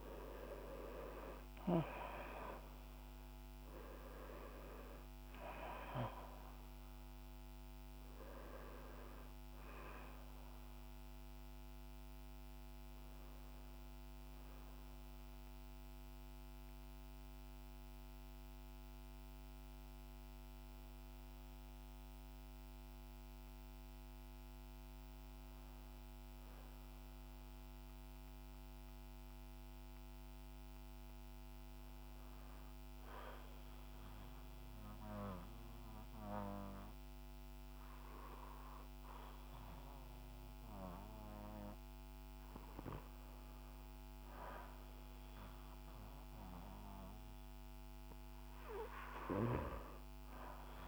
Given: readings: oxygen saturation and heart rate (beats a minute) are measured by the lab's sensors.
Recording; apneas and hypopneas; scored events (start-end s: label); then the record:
breathing in sleep by a microphone on the trachea; 1
0.00-2.00 s: arousal
4.00-34.00 s: oxygen desaturation (device-marked, oxygen 96% before, 90% lowest, heart rate 56 before, 40 extreme)
26.50-30.00 s: arousal
33.00-43.50 s: mixed apnea (oxygen 94% before, 90% lowest, heart rate 50 before, 51 extreme, up 5 after)
47.00-50.88 s: arousal
From the record:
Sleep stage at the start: N2 (light sleep); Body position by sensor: on the back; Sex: male